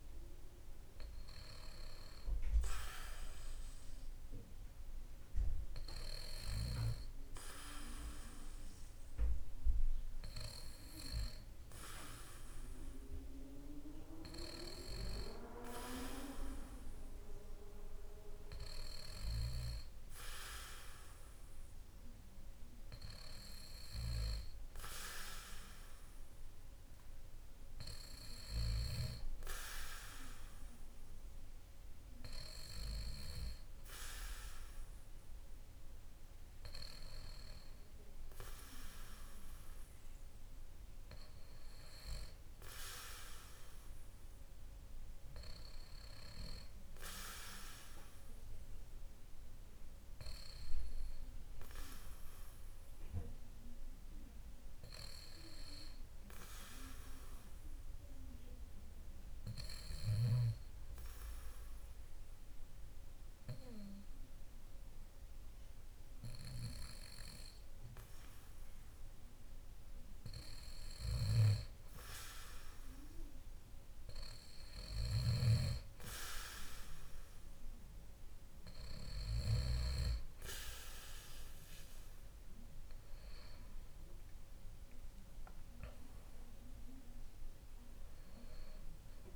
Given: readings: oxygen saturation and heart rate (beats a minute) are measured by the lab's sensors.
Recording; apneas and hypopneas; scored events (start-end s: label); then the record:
breathing in sleep by a room microphone; 1
56.50-69.00 s: hypopnea (oxygen 95% before, 92% lowest, heart rate 55 before, 55 extreme, up 2 after)
71.00-75.00 s: arousal
From the record:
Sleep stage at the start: N2 (light sleep); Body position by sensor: on the back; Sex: male